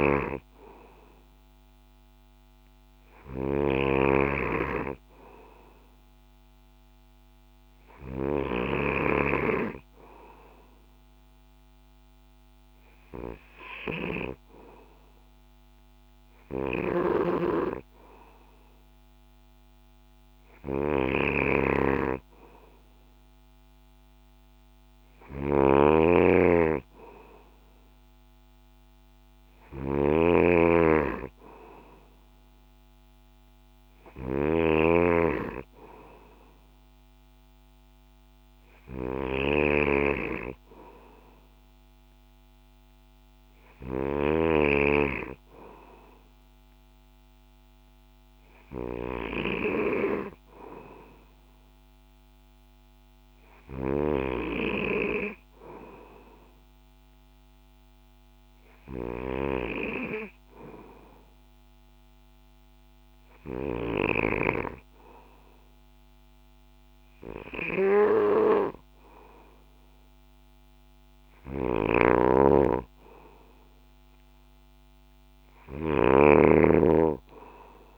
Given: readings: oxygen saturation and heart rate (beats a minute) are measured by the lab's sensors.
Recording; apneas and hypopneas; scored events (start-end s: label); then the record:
breathing in sleep by a microphone on the trachea; none
0.00-8.50 s: snoring (device-marked)
16.50-44.50 s: snoring (device-marked)
53.50-64.00 s: snoring (device-marked)
71.50-77.98 s: snoring (device-marked)
From the record:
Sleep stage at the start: N2 (light sleep); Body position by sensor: on the back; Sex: male